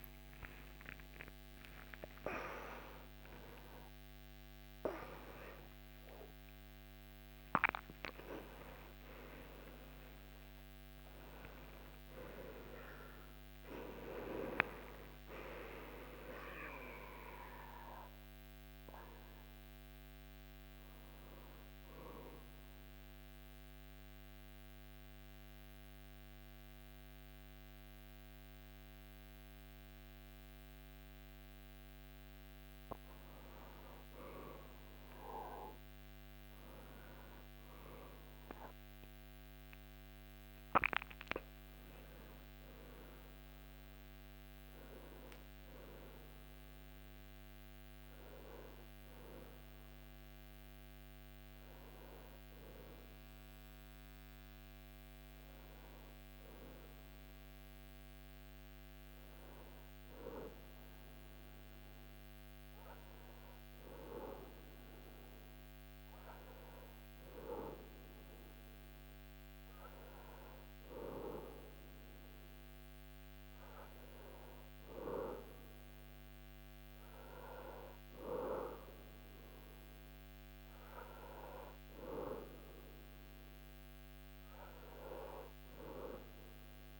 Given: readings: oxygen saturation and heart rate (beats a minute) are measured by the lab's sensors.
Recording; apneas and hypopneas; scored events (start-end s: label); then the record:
breathing in sleep by a microphone on the trachea; 1
13.00-16.50 s: arousal
21.00-32.00 s: central apnea (oxygen 98% before, 95% lowest, heart rate 104 before, 76 extreme, up 4 after)
34.50-39.00 s: arousal
61.00-87.00 s: new sleep stage, N3 (deep sleep)
From the record:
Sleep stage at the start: N2 (light sleep); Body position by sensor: on the back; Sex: male